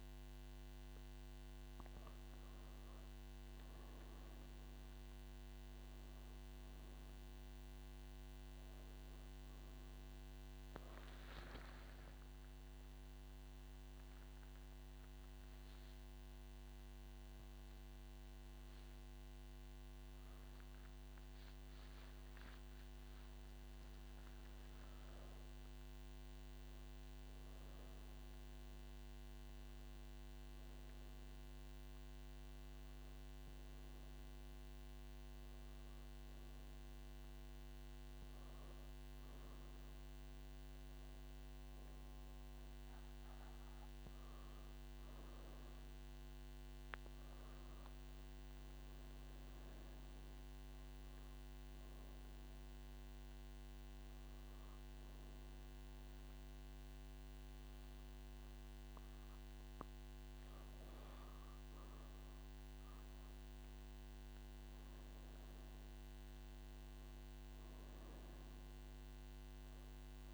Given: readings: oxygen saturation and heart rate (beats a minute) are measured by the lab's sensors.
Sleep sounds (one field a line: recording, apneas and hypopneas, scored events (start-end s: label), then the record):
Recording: breathing in sleep, hard to hear, by a microphone on the trachea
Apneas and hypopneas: 1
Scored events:
0.00-8.00 s: oxygen desaturation (device-marked, oxygen 95% lowest)
33.00-45.50 s: hypopnea (oxygen 98% before, 95% lowest)
From the record:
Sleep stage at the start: N1 (lightest sleep)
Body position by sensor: on the right side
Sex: female